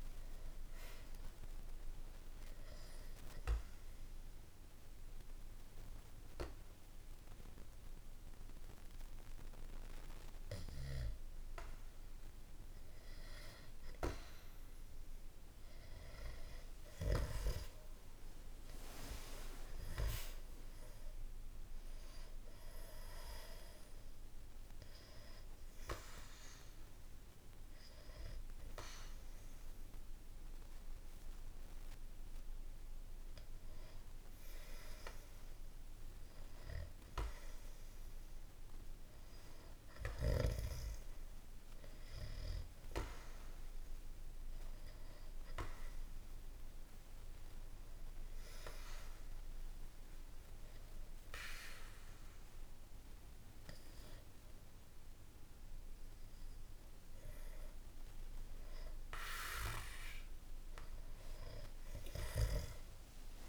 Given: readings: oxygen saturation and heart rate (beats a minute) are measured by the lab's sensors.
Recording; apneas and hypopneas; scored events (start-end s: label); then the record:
breathing in sleep by a room microphone; 2
0.50-15.50 s: oxygen desaturation (device-marked, oxygen 97% before, 93% lowest, heart rate 60 before, 60 extreme)
2.00-13.00 s: obstructive apnea (oxygen 97% before, 93% lowest, heart rate 60 before, 60 extreme, up 2 after)
17.00-20.50 s: arousal
36.00-40.00 s: arousal
43.50-57.00 s: hypopnea (oxygen 96% before, 92% lowest, heart rate 62 before, 59 extreme, up 4 after)
61.50-63.49 s: arousal
From the record:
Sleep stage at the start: N2 (light sleep); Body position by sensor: on the back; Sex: male